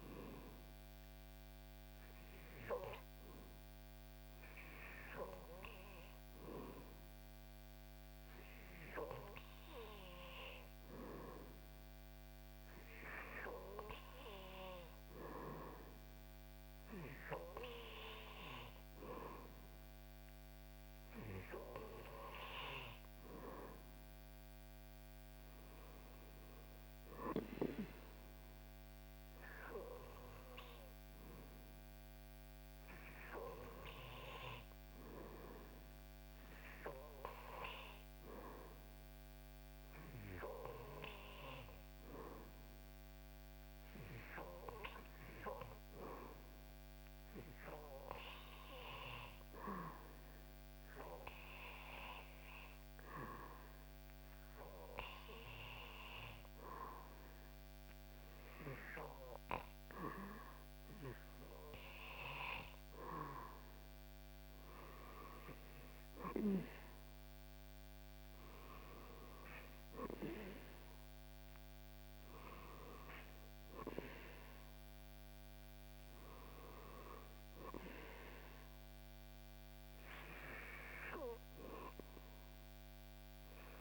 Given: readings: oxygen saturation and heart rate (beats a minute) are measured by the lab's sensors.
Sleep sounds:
breathing in sleep by a microphone on the trachea; 1
0.00-10.00 s: oxygen desaturation (device-marked, oxygen 90% lowest, heart rate 75 extreme)
34.50-61.50 s: hypopnea (oxygen 96% before, 90% lowest, heart rate 80 before, 72 extreme, up 6 after)
57.00-83.81 s: oxygen desaturation (device-marked, oxygen 94% before, 90% lowest, heart rate 76 before, 79 extreme)
64.00-68.00 s: arousal
From the record:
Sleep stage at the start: N2 (light sleep); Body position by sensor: on the back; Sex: male

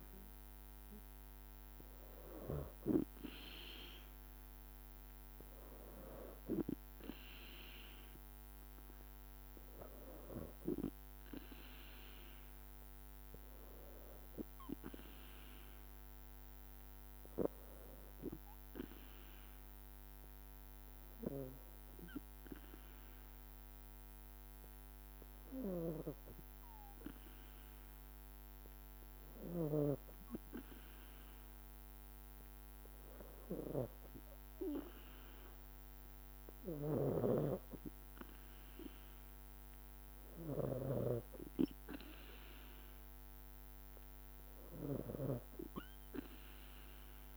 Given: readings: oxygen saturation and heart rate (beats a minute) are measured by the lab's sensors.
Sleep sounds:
breathing in sleep by a microphone on the trachea; 1
0.00-11.00 s: drop in pulse transit time (device-marked, heart rate 54 extreme)
15.50-29.50 s: hypopnea (oxygen 96% before, 90% lowest, heart rate 57 before, 55 extreme, up 2 after)
17.00-24.00 s: oxygen desaturation (device-marked, oxygen 93% before, 90% lowest, heart rate 56 before, 55 extreme)
31.50-34.50 s: arousal
37.00-47.37 s: snoring (device-marked)
From the record:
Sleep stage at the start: N2 (light sleep); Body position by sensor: on the back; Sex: female

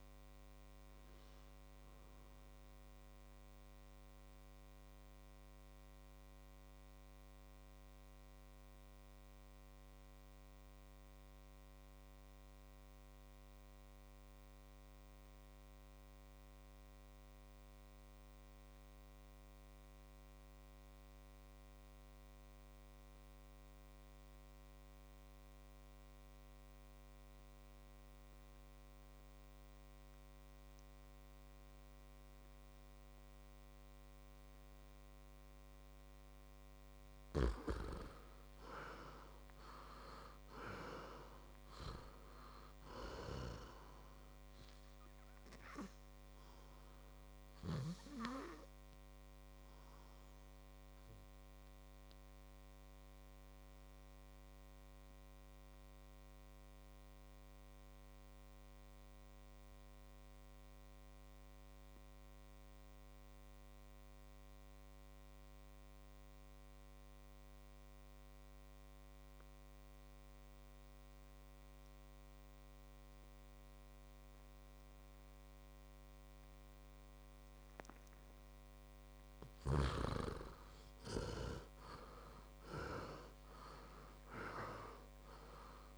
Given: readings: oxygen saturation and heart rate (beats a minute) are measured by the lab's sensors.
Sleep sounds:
breathing in sleep by a microphone on the trachea; 2
0.00-20.50 s: oxygen desaturation (device-marked, oxygen 84% lowest, heart rate 49 extreme)
2.50-36.00 s: mixed apnea (oxygen 99% before, 85% lowest, heart rate 67 before, 49 extreme, up 7 after)
34.50-62.50 s: oxygen desaturation (device-marked, oxygen 100% before, 87% lowest, heart rate 56 before, 55 extreme)
37.50-41.00 s: arousal
47.00-78.00 s: mixed apnea (oxygen 100% before, 85% lowest, heart rate 60 before, 55 extreme, up 11 after)
77.50-85.98 s: oxygen desaturation (device-marked, oxygen 99% before, 85% lowest, heart rate 58 before, 55 extreme)
81.00-85.00 s: arousal
From the record:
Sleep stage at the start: N2 (light sleep); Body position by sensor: on the back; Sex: male

